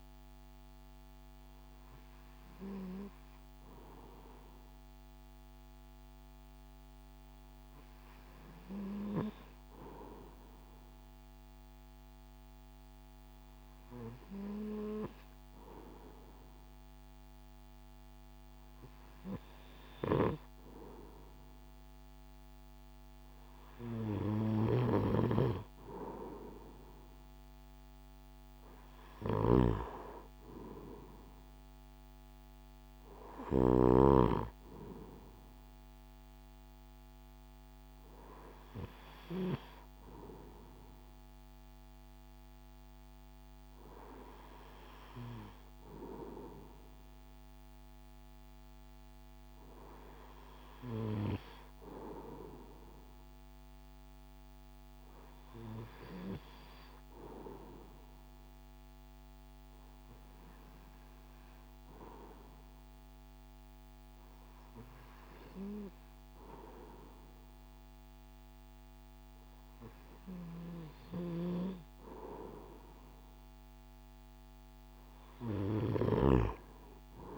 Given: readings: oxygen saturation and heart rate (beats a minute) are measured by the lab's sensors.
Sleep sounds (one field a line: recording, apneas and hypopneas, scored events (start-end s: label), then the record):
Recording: breathing in sleep by a microphone on the trachea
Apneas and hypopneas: 1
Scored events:
1.00-20.00 s: hypopnea (oxygen 96% before, 94% lowest)
22.00-25.00 s: arousal
24.50-34.00 s: snoring (device-marked)
71.00-76.50 s: snoring (device-marked)
From the record:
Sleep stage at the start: REM sleep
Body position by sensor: on the right side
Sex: male